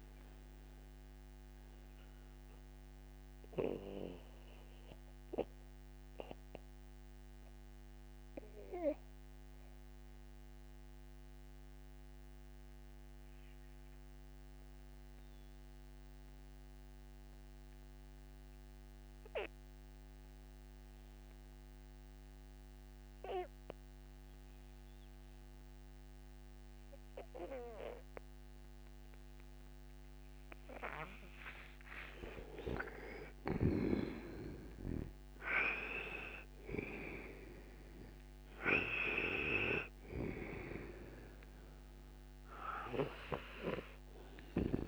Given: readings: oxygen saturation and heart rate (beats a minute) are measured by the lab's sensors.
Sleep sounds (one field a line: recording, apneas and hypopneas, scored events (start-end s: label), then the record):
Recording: breathing in sleep by a microphone on the trachea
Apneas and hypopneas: 1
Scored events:
0.00-20.50 s: oxygen desaturation (device-marked, oxygen 79% lowest, heart rate 58 extreme)
0.50-31.00 s: mixed apnea (oxygen 98% before, 79% lowest, heart rate 88 before, 58 extreme, up 24 after)
32.00-35.50 s: arousal
33.50-44.88 s: oxygen desaturation (device-marked, oxygen 98% before, 82% lowest, heart rate 64 before, 57 extreme)
From the record:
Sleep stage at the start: N2 (light sleep)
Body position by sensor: on the right side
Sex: male